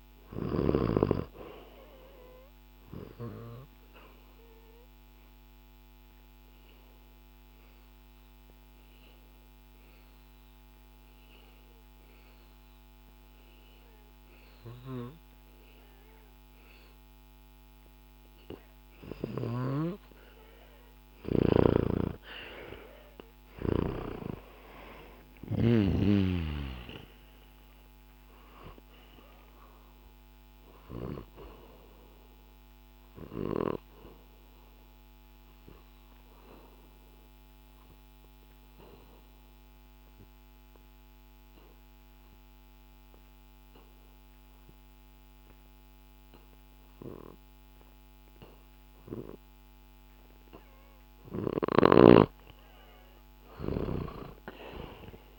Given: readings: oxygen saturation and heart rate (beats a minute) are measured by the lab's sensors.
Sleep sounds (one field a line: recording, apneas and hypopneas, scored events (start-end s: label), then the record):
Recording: breathing in sleep by a microphone on the trachea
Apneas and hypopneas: 2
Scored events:
2.50-17.50 s: oxygen desaturation (device-marked, oxygen 97% before, 92% lowest, heart rate 66 before, 67 extreme)
3.00-22.00 s: obstructive apnea (oxygen 97% before, 89% lowest, heart rate 66 before, 67 extreme, up 3 after)
19.00-23.50 s: snoring (device-marked)
23.50-27.50 s: arousal
25.50-49.50 s: oxygen desaturation (device-marked, oxygen 95% before, 89% lowest, heart rate 68 before, 64 extreme)
31.00-50.50 s: obstructive apnea (oxygen 96% before, 89% lowest, heart rate 68 before, 64 extreme, up 0 after)
53.50-55.39 s: arousal
From the record:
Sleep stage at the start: N2 (light sleep)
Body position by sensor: on the back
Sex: male